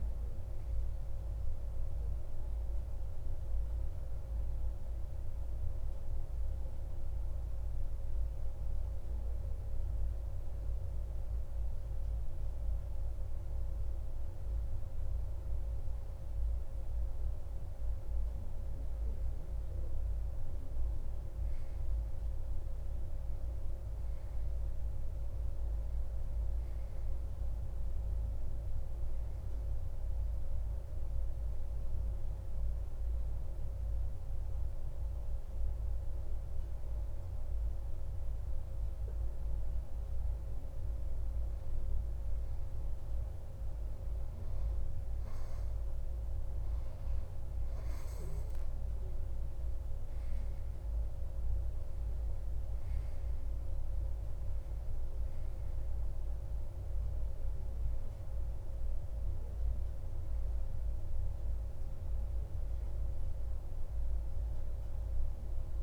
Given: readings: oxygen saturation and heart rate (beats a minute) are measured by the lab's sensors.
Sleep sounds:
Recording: breathing in sleep, hard to hear, by a room microphone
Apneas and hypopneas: 2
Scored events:
2.00-12.00 s: hypopnea (oxygen 96% before, 92% lowest)
14.00-18.50 s: arousal
30.50-42.00 s: hypopnea (oxygen 96% before, 92% lowest)
44.00-47.50 s: arousal
From the record:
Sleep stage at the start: N2 (light sleep)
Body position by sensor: on the back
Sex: male

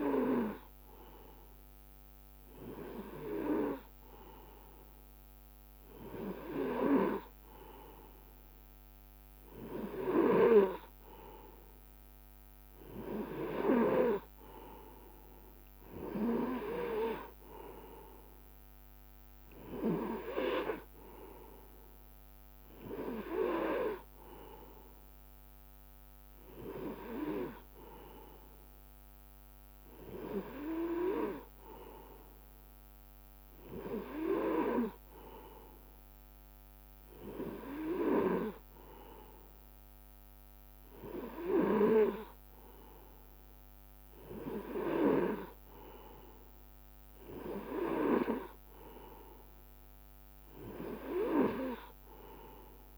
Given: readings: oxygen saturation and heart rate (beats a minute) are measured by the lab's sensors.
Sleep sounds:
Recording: breathing in sleep by a microphone on the trachea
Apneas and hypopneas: none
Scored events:
none scored
From the record:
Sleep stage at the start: N2 (light sleep)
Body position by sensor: on the right side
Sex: male

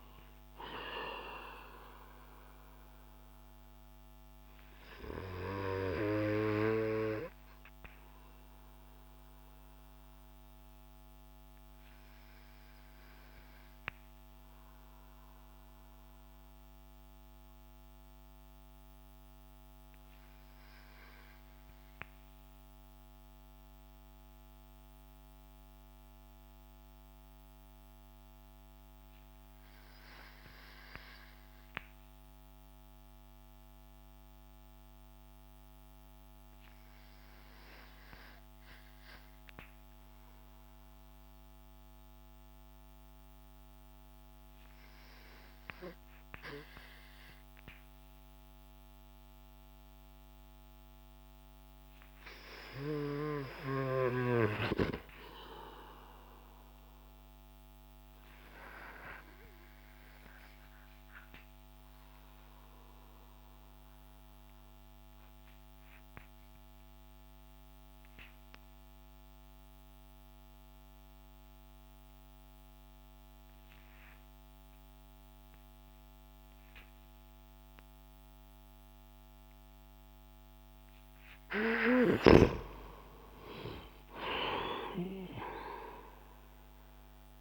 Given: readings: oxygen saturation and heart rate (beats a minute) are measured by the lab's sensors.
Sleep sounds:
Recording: breathing in sleep by a microphone on the trachea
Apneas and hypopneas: 1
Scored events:
0.00-8.00 s: oxygen desaturation (device-marked, oxygen 94% lowest)
5.00-79.00 s: obstructive apnea (oxygen 98% before, 89% lowest)
16.00-28.00 s: oxygen desaturation (device-marked, oxygen 94% before, 91% lowest)
47.00-59.00 s: oxygen desaturation (device-marked, oxygen 97% before, 94% lowest)
81.50-87.41 s: snoring (device-marked)
82.50-87.41 s: arousal
From the record:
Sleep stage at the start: N2 (light sleep)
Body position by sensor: on the back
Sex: male

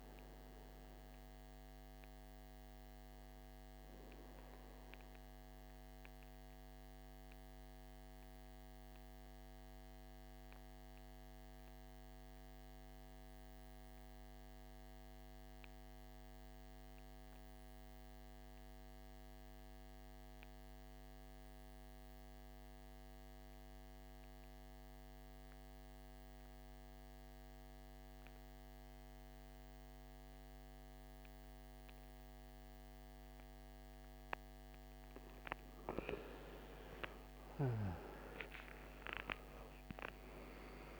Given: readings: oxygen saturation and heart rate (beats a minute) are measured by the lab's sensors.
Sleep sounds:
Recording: breathing in sleep by a microphone on the trachea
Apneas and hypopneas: 1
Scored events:
0.00-17.00 s: oxygen desaturation (device-marked, oxygen 89% lowest, heart rate 53 extreme)
7.50-34.50 s: mixed apnea (oxygen 100% before, 83% lowest, heart rate 58 before, 53 extreme, up 14 after)
32.00-41.00 s: oxygen desaturation (device-marked, oxygen 98% before, 83% lowest, heart rate 58 before, 54 extreme)
36.50-41.00 s: arousal
From the record:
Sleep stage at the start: N2 (light sleep)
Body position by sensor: on the back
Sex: male

